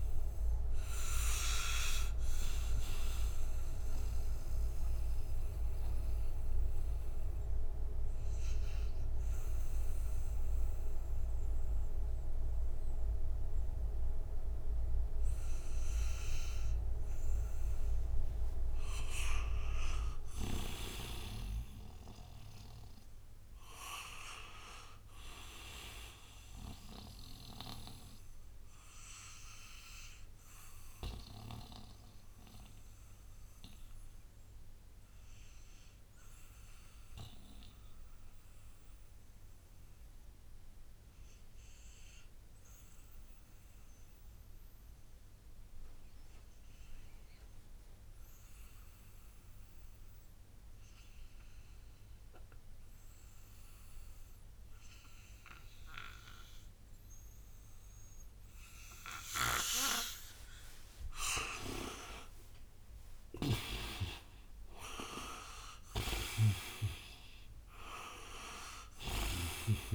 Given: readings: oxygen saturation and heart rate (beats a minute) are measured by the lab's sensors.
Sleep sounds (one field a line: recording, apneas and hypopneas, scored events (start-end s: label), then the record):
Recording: breathing in sleep by a room microphone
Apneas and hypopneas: 2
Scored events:
0.00-24.00 s: oxygen desaturation (device-marked, oxygen 78% lowest, heart rate 58 extreme)
4.00-17.50 s: mixed apnea (oxygen 97% before, 78% lowest, heart rate 80 before, 59 extreme, up 13 after)
19.50-23.50 s: arousal
28.50-60.00 s: obstructive apnea (oxygen 98% before, 81% lowest, heart rate 69 before, 58 extreme, up 14 after)
34.00-45.00 s: oxygen desaturation (device-marked, oxygen 98% before, 93% lowest, heart rate 66 before, 58 extreme)
55.00-69.95 s: oxygen desaturation (device-marked, oxygen 97% before, 81% lowest, heart rate 60 before, 60 extreme)
57.00-69.95 s: new sleep stage, N1 (lightest sleep)
61.00-66.00 s: arousal
65.50-69.95 s: snoring (device-marked)
From the record:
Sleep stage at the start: N2 (light sleep)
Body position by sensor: on the right side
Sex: male